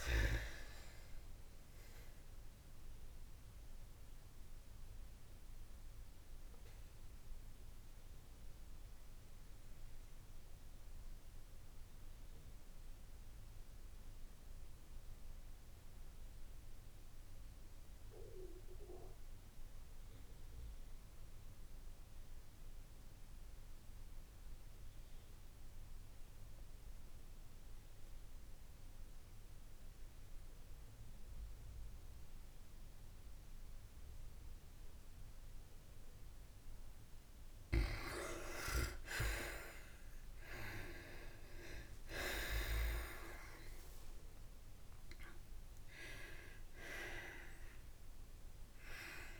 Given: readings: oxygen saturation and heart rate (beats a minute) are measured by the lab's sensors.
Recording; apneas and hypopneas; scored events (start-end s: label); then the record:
breathing in sleep by a room microphone; 1
0.50-36.00 s: obstructive apnea (oxygen 97% before, 85% lowest, heart rate 58 before, 52 extreme, up 9 after)
21.50-39.50 s: oxygen desaturation (device-marked, oxygen 95% before, 85% lowest, heart rate 56 before, 52 extreme)
38.00-42.00 s: arousal
From the record:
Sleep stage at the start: N2 (light sleep); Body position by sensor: on the back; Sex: female